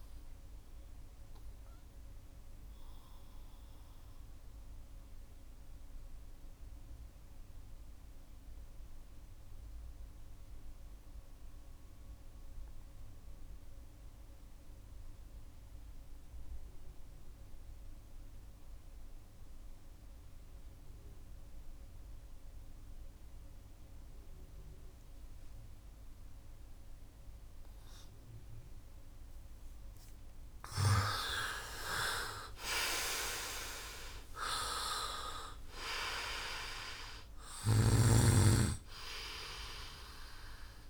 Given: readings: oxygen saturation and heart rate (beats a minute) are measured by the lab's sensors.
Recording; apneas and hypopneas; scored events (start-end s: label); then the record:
breathing in sleep by a room microphone; 1
0.00-14.00 s: oxygen desaturation (device-marked, oxygen 80% lowest, heart rate 65 extreme)
6.00-30.00 s: mixed apnea (oxygen 97% before, 78% lowest, heart rate 74 before, 64 extreme, up 15 after)
29.00-40.90 s: oxygen desaturation (device-marked, oxygen 99% before, 78% lowest, heart rate 71 before, 64 extreme)
32.00-36.50 s: arousal
From the record:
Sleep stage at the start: N2 (light sleep); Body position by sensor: on the right side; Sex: male